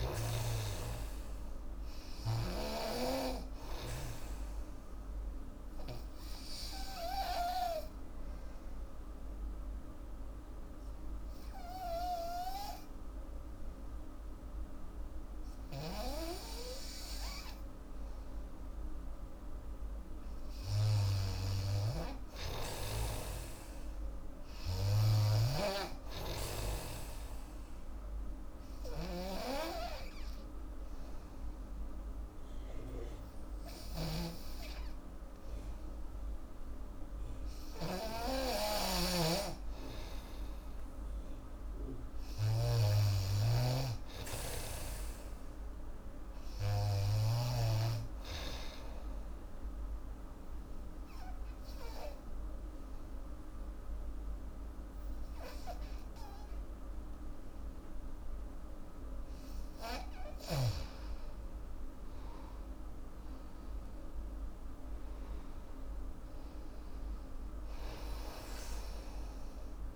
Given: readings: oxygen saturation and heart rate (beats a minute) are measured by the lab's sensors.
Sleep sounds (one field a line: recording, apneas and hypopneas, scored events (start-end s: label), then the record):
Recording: breathing in sleep by a room microphone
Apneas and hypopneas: 3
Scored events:
5.50-18.50 s: obstructive apnea (oxygen 96% before, 87% lowest, heart rate 83 before, 75 extreme, up 7 after)
20.00-23.00 s: arousal
21.50-47.50 s: snoring (device-marked)
23.50-35.50 s: oxygen desaturation (device-marked, oxygen 98% before, 90% lowest, heart rate 78 before, 79 extreme)
27.00-39.50 s: obstructive apnea (oxygen 98% before, 87% lowest, heart rate 77 before, 79 extreme, up 4 after)
41.50-45.00 s: arousal
41.50-54.50 s: oxygen desaturation (device-marked, oxygen 97% before, 93% lowest, heart rate 81 before, 76 extreme)
49.50-60.00 s: obstructive apnea (oxygen 97% before, 87% lowest, heart rate 82 before, 76 extreme, up 10 after)
62.00-65.00 s: arousal
65.50-69.96 s: oxygen desaturation (device-marked, oxygen 96% before, 87% lowest, heart rate 84 before, 76 extreme)
From the record:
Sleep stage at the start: N2 (light sleep)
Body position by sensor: on the back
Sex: female